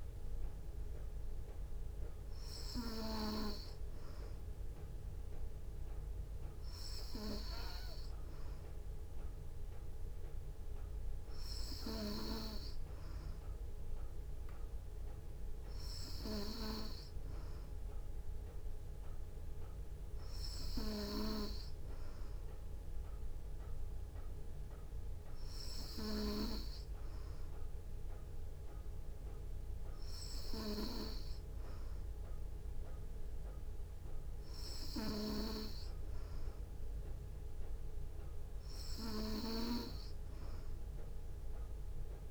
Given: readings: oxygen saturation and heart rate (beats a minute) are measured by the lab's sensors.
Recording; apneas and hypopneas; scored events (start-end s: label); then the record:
breathing in sleep by a room microphone; none
none scored
From the record:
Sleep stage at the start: N3 (deep sleep); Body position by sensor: on the back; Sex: female